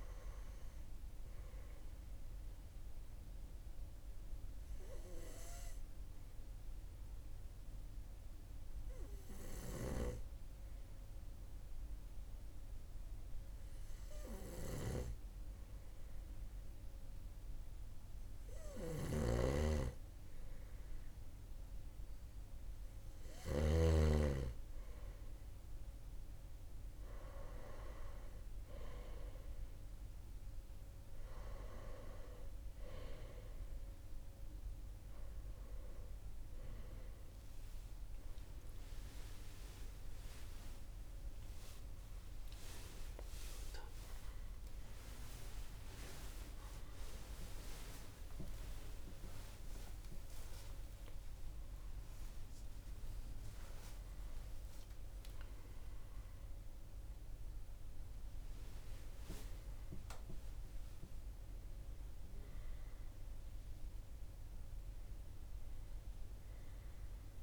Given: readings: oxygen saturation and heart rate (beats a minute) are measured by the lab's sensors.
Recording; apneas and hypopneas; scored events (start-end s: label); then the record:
a person partly awake in a sleep study, by a room microphone; 1
2.00-17.50 s: hypopnea (oxygen 98% before, 94% lowest, heart rate 41 before, 40 extreme, up 1 after)
18.50-23.00 s: snoring (device-marked)
34.00-67.43 s: new sleep stage, awake
From the record:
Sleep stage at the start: N2 (light sleep); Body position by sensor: on the right side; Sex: male